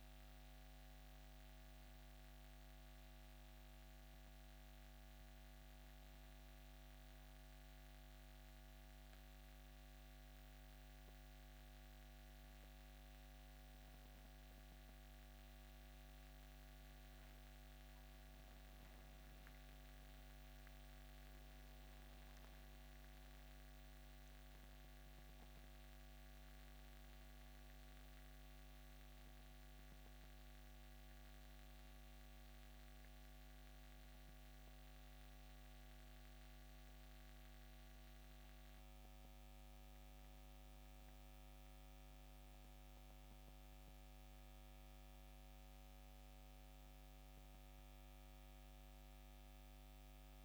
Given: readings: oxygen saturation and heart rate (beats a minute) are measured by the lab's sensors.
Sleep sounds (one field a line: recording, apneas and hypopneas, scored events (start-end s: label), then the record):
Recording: breathing in sleep, hard to hear, by a microphone on the trachea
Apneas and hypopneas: 1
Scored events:
1.50-14.50 s: hypopnea (oxygen 93% before, 88% lowest, heart rate 72 before, 67 extreme, up 8 after)
16.50-21.50 s: arousal
26.50-45.50 s: oxygen desaturation (device-marked, oxygen 92% before, 88% lowest, heart rate 71 before, 66 extreme)
48.00-50.45 s: arousal
From the record:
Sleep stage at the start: N2 (light sleep)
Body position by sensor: on the back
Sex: male